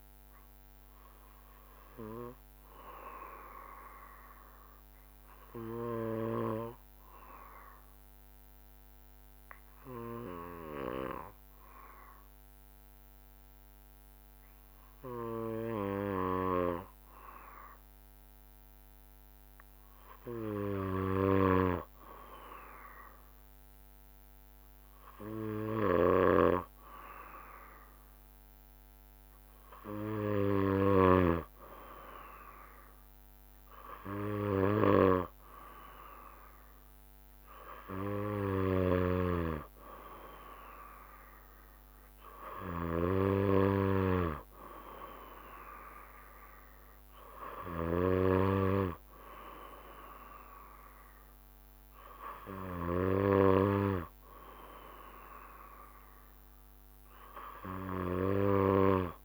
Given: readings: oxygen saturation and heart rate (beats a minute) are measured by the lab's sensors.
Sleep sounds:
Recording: breathing in sleep by a microphone on the trachea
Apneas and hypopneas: 1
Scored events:
1.00-18.50 s: obstructive apnea (oxygen 94% before, 93% lowest, heart rate 71 before, 66 extreme, up 2 after)
20.50-24.00 s: arousal
36.50-49.50 s: drop in pulse transit time (device-marked, heart rate 68 before, 68 extreme)
39.00-48.50 s: snoring (device-marked)
From the record:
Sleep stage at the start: N2 (light sleep)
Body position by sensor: on the back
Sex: male

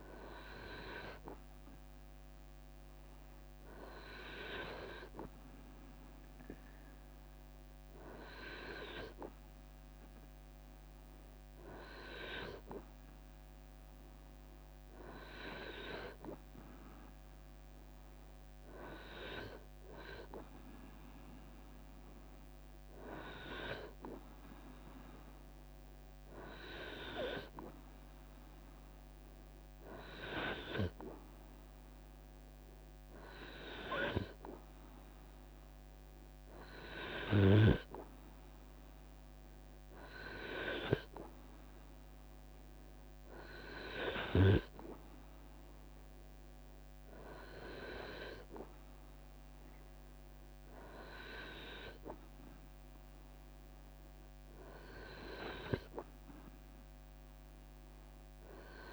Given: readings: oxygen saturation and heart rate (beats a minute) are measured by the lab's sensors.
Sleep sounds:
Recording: breathing in sleep by a microphone on the trachea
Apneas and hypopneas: none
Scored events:
11.00-13.00 s: long interval between heartbeats (device-marked, heart rate 71 before, 73 extreme)
45.00-47.00 s: long interval between heartbeats (device-marked, heart rate 75 before, 72 extreme)
From the record:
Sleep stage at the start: N2 (light sleep)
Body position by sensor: on the right side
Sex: male

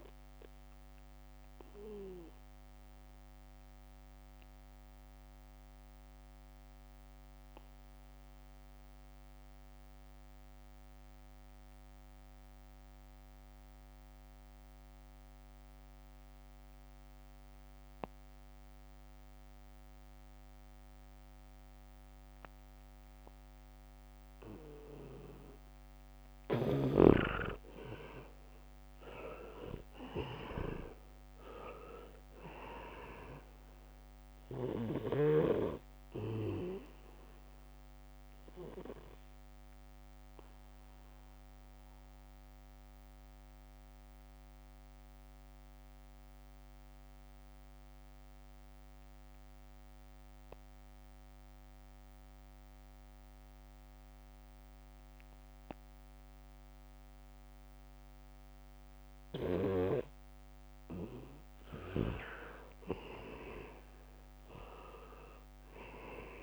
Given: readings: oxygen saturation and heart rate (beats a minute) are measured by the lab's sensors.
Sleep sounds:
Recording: breathing in sleep by a microphone on the trachea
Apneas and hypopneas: 2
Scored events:
0.00-17.00 s: oxygen desaturation (device-marked, oxygen 78% lowest, heart rate 63 extreme)
1.50-22.50 s: mixed apnea (oxygen 99% before, 78% lowest, heart rate 66 before, 65 extreme)
22.00-52.00 s: oxygen desaturation (device-marked, oxygen 98% before, 78% lowest, heart rate 71 before, 63 extreme)
26.50-35.50 s: snoring (device-marked)
31.50-35.50 s: arousal
41.50-60.50 s: obstructive apnea (oxygen 98% before, 78% lowest, heart rate 68 before, 63 extreme, up 1 after)
59.00-66.43 s: oxygen desaturation (device-marked, oxygen 98% before, 80% lowest, heart rate 69 before, 63 extreme)
61.50-66.43 s: leg movement (device-marked)
62.50-66.43 s: arousal
From the record:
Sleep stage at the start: N2 (light sleep)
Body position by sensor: on the back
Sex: male

